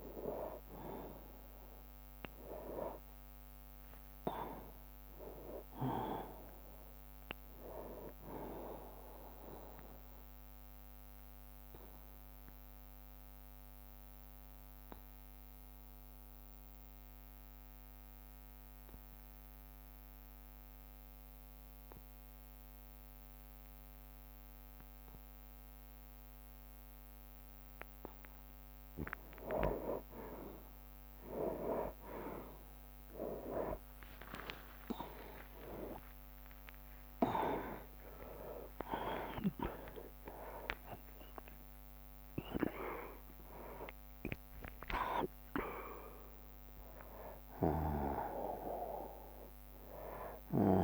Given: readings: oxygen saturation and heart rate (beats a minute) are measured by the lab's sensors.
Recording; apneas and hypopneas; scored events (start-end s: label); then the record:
breathing in sleep by a microphone on the trachea; 1
0.00-9.00 s: drop in pulse transit time (device-marked, heart rate 68 extreme)
10.00-27.00 s: obstructive apnea (oxygen 98% before, 90% lowest, heart rate 66 before, 58 extreme, up 38 after)
13.00-22.00 s: bradycardia (device-marked, heart rate 64 before, 58 extreme)
31.00-47.00 s: oxygen desaturation (device-marked, oxygen 97% before, 91% lowest, heart rate 60 before, 60 extreme)
32.00-39.00 s: tachycardia (device-marked, heart rate 64 before, 153 extreme)
33.50-40.00 s: arousal
35.50-37.50 s: long interval between heartbeats (device-marked, heart rate 62 before, 115 extreme)
36.00-49.00 s: drop in pulse transit time (device-marked, heart rate 65 before, 75 extreme)
From the record:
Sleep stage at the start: N2 (light sleep); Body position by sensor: on the back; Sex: male